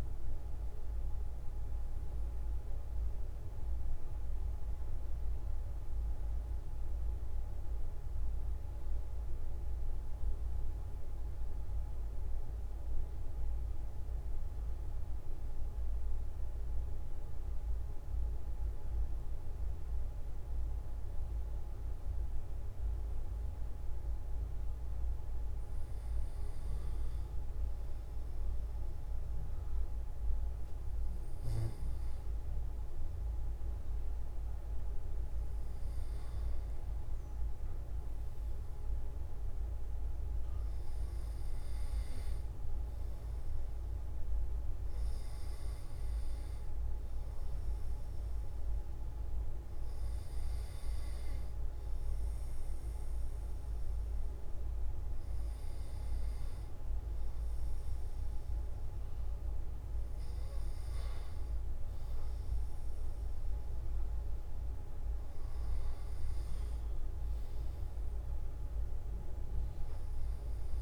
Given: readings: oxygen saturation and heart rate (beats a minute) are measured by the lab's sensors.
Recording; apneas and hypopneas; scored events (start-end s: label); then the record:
breathing in sleep, hard to hear, by a room microphone; none
54.50-70.82 s: new sleep stage, N1 (lightest sleep)
From the record:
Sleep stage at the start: N3 (deep sleep); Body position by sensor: on the back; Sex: male